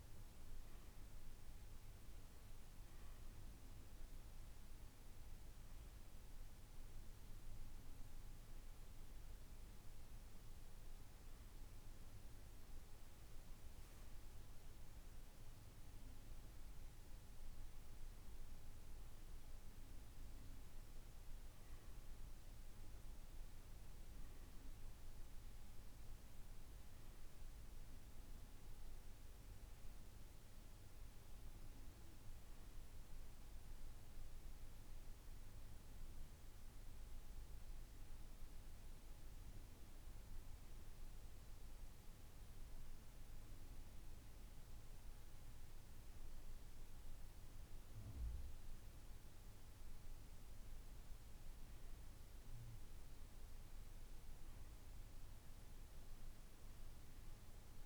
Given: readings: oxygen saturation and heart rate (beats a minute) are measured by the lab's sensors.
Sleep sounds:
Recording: breathing in sleep, hard to hear, by a room microphone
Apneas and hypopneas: none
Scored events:
none scored
From the record:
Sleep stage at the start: N1 (lightest sleep)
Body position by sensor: on the right side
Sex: male

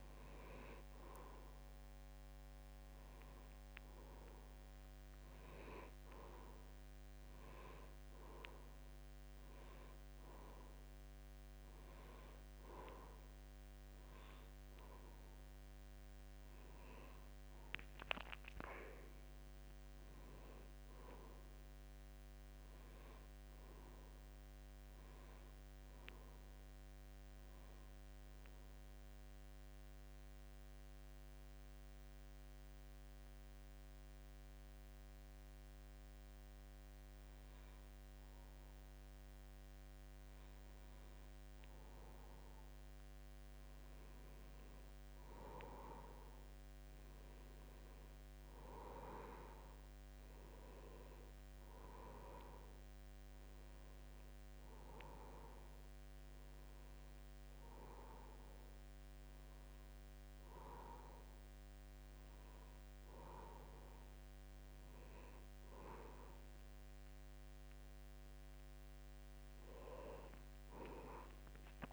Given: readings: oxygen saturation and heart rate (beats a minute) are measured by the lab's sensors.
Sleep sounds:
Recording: breathing in sleep by a microphone on the trachea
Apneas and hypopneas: 2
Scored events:
7.50-9.50 s: long interval between heartbeats (device-marked, heart rate 81 before, 87 extreme)
25.00-27.50 s: arousal
29.50-40.00 s: mixed apnea (oxygen 94% before, 89% lowest, heart rate 78 before, 76 extreme, up 3 after)
42.50-47.00 s: arousal
46.00-64.00 s: oxygen desaturation (device-marked, oxygen 92% before, 89% lowest, heart rate 76 before, 77 extreme)
53.50-64.00 s: hypopnea (oxygen 93% before, 89% lowest, heart rate 77 before, 77 extreme)
67.00-69.00 s: long interval between heartbeats (device-marked, heart rate 80 before, 119 extreme)
67.00-70.50 s: arousal
From the record:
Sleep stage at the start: N2 (light sleep)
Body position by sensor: on the back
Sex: male

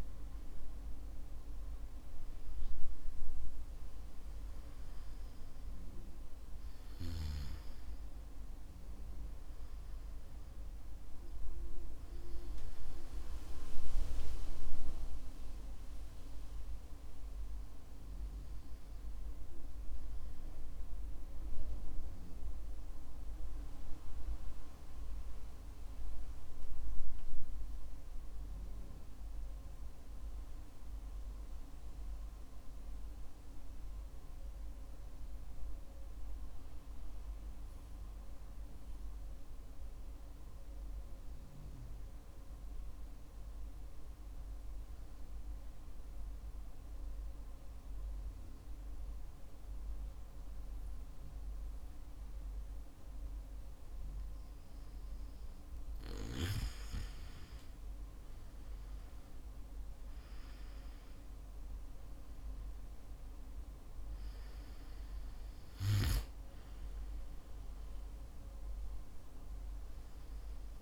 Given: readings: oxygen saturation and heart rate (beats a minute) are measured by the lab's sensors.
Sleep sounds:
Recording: breathing in sleep, hard to hear, by a room microphone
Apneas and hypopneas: 1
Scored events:
34.00-56.00 s: obstructive apnea (oxygen 96% before, 92% lowest, heart rate 56 before, 51 extreme, up 13 after)
54.00-70.82 s: oxygen desaturation (device-marked, oxygen 96% before, 92% lowest, heart rate 56 before, 47 extreme)
59.00-64.50 s: arousal
From the record:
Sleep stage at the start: N2 (light sleep)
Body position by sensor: on the back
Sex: male

